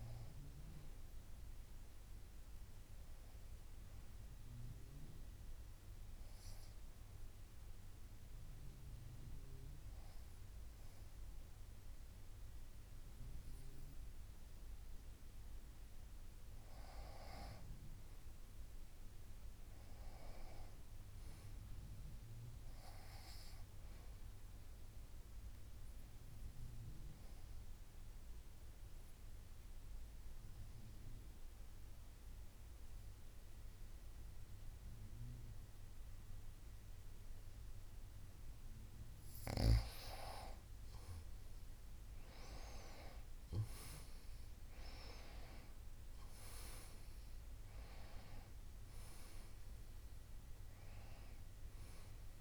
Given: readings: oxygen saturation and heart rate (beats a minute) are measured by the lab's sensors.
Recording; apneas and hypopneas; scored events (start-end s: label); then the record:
breathing in sleep by a room microphone; 2
0.00-12.50 s: oxygen desaturation (device-marked, oxygen 93% lowest, heart rate 52 extreme)
4.00-16.00 s: obstructive apnea (oxygen 97% before, 91% lowest, heart rate 59 before, 52 extreme, up 4 after)
18.50-21.50 s: arousal
29.50-40.50 s: hypopnea (oxygen 97% before, 91% lowest, heart rate 55 before, 53 extreme, up 24 after)
42.50-46.00 s: arousal
47.50-52.41 s: oxygen desaturation (device-marked, oxygen 96% before, 91% lowest, heart rate 61 before, 53 extreme)
From the record:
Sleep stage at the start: N2 (light sleep); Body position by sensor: on the back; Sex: female